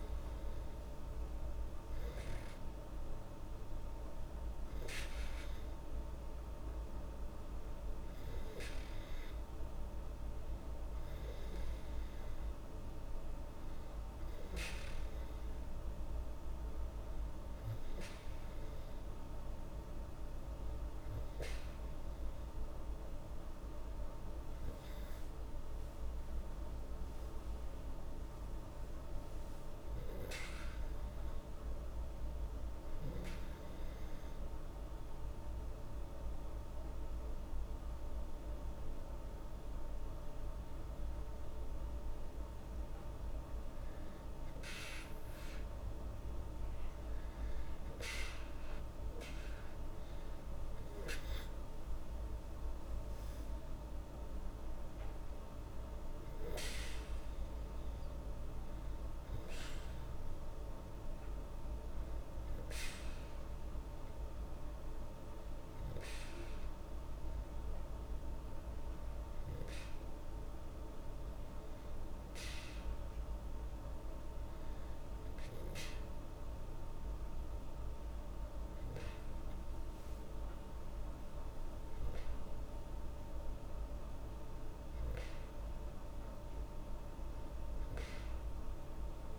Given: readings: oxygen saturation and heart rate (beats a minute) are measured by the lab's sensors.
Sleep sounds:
breathing in sleep, hard to hear, by a room microphone; 1
25.00-29.00 s: arousal
31.50-44.00 s: hypopnea (oxygen 97% before, 94% lowest, heart rate 78 before, 74 extreme, up 2 after)
48.50-64.50 s: oxygen desaturation (device-marked, oxygen 97% before, 94% lowest, heart rate 80 before, 74 extreme)
50.00-54.00 s: arousal
From the record:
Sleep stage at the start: N2 (light sleep); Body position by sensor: on the back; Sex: female

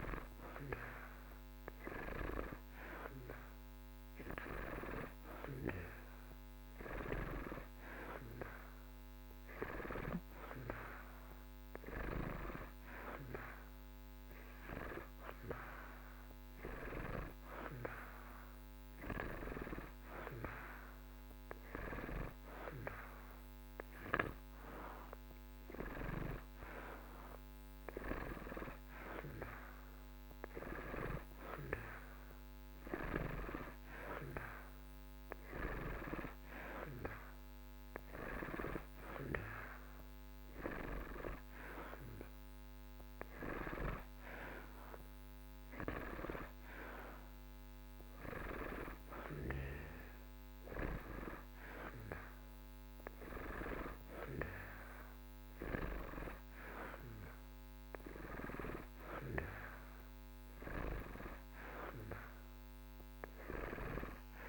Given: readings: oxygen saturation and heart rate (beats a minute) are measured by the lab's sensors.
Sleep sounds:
breathing in sleep by a microphone on the trachea; none
none scored
From the record:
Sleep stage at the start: N2 (light sleep); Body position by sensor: on the back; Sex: male

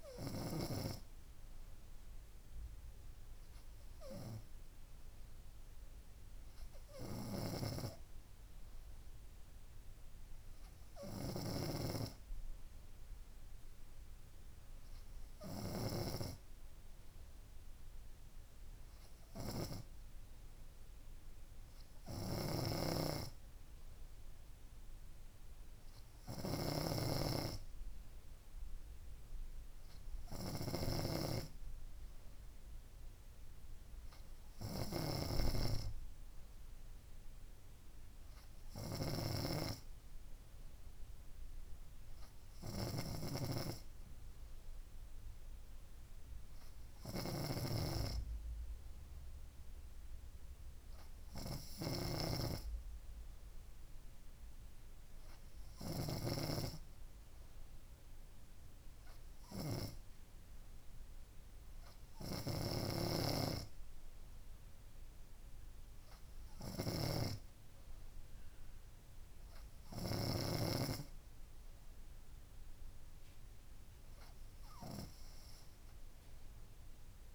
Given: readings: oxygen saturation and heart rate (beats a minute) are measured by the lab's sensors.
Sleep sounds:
breathing in sleep by a room microphone; none
none scored
From the record:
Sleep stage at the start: N3 (deep sleep); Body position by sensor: on the front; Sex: female

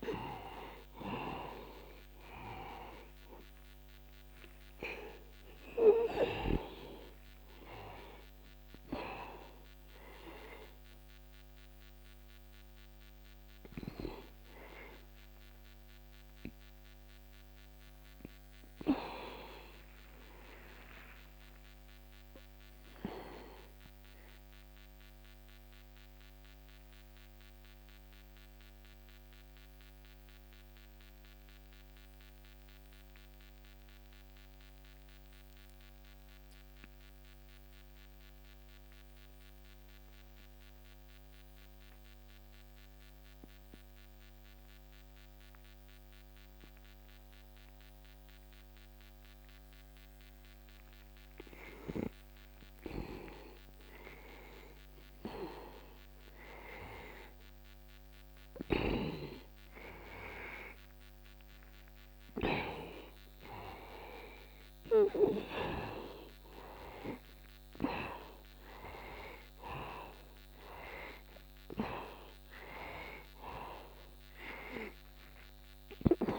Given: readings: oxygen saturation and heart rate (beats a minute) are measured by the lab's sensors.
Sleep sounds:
breathing in sleep by a microphone on the trachea; 1
0.00-8.00 s: oxygen desaturation (device-marked, oxygen 92% lowest, heart rate 62 extreme)
10.00-35.00 s: oxygen desaturation (device-marked, oxygen 95% before, 86% lowest, heart rate 65 before, 62 extreme)
21.50-26.00 s: arousal
27.00-53.50 s: mixed apnea (oxygen 95% before, 86% lowest, heart rate 63 before, 62 extreme, up 0 after)
54.50-58.50 s: arousal
57.00-76.39 s: oxygen desaturation (device-marked, oxygen 97% before, 86% lowest, heart rate 62 before, 61 extreme)
From the record:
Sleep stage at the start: N1 (lightest sleep); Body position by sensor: on the back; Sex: male

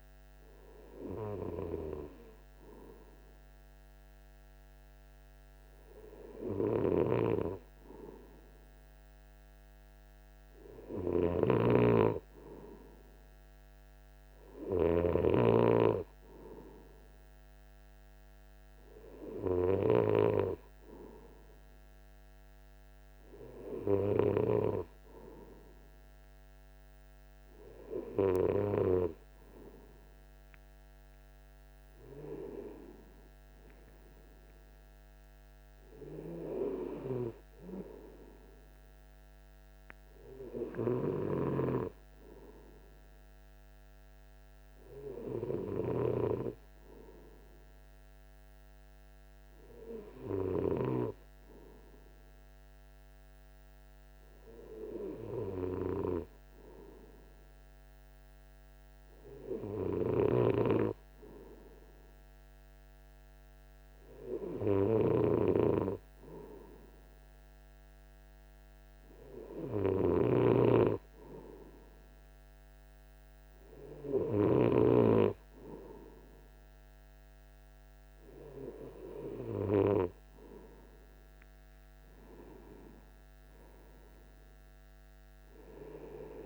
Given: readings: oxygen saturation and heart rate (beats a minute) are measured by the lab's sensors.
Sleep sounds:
breathing in sleep by a microphone on the trachea; none
none scored
From the record:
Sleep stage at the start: N2 (light sleep); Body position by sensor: on the right side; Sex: male

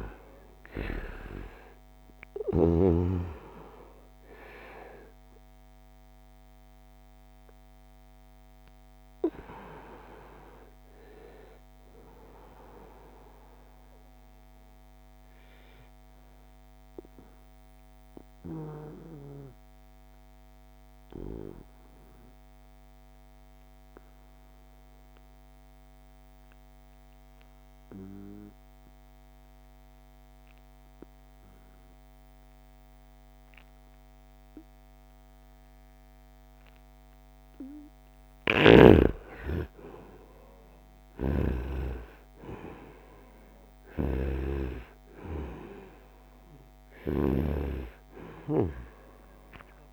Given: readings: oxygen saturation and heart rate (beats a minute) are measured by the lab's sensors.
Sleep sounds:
breathing in sleep by a microphone on the trachea; 1
0.00-1.00 s: arousal
0.00-19.50 s: oxygen desaturation (device-marked, oxygen 87% lowest, heart rate 67 extreme)
18.50-37.50 s: obstructive apnea (oxygen 94% before, 90% lowest, heart rate 79 before, 67 extreme, up 6 after)
37.50-41.00 s: snoring (device-marked)
38.50-49.93 s: oxygen desaturation (device-marked, oxygen 95% before, 90% lowest, heart rate 71 before, 71 extreme)
39.50-44.00 s: arousal
43.00-47.00 s: snoring (device-marked)
From the record:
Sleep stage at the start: N2 (light sleep); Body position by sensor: on the right side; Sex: male

